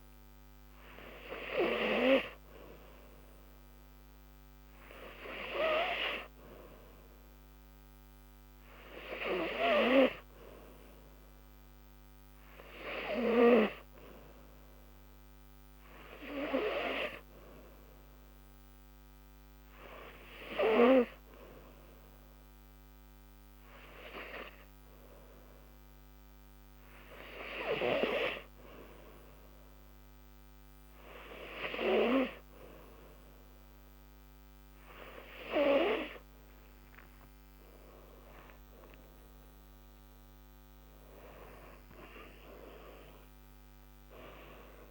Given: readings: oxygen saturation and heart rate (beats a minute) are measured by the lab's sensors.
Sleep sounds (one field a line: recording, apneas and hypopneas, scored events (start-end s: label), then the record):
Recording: breathing in sleep by a microphone on the trachea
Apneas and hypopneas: none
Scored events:
39.00-44.00 s: arousal
From the record:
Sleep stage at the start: N3 (deep sleep)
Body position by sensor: on the back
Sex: female